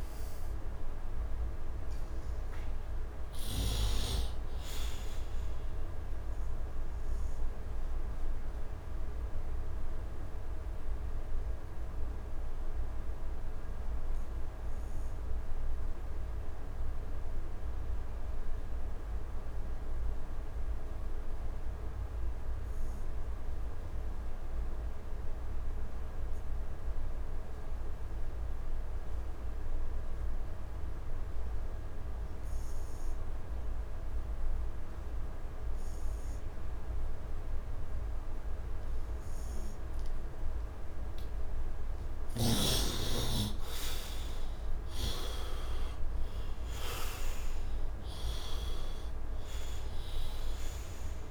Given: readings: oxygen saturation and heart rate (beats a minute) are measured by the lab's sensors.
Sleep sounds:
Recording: breathing in sleep by a room microphone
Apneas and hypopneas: 1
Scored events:
0.00-22.50 s: oxygen desaturation (device-marked, oxygen 67% lowest, heart rate 69 extreme)
7.50-41.00 s: obstructive apnea (oxygen 89% before, 67% lowest, heart rate 80 before, 70 extreme, up 10 after)
30.50-51.31 s: oxygen desaturation (device-marked, oxygen 100% before, 67% lowest, heart rate 73 before, 71 extreme)
43.50-47.50 s: arousal
From the record:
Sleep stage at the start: N2 (light sleep)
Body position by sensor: on the right side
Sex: male

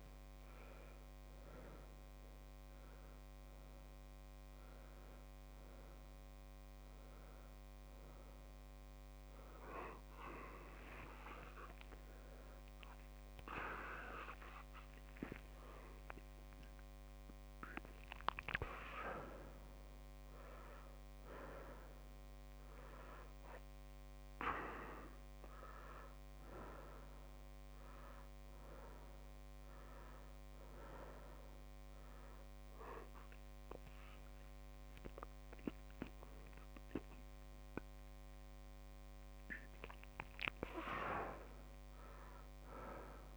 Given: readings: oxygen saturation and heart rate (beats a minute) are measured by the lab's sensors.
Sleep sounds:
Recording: a person awake in a sleep study, by a microphone on the trachea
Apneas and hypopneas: none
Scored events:
none scored
From the record:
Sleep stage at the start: awake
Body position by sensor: on the back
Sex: male

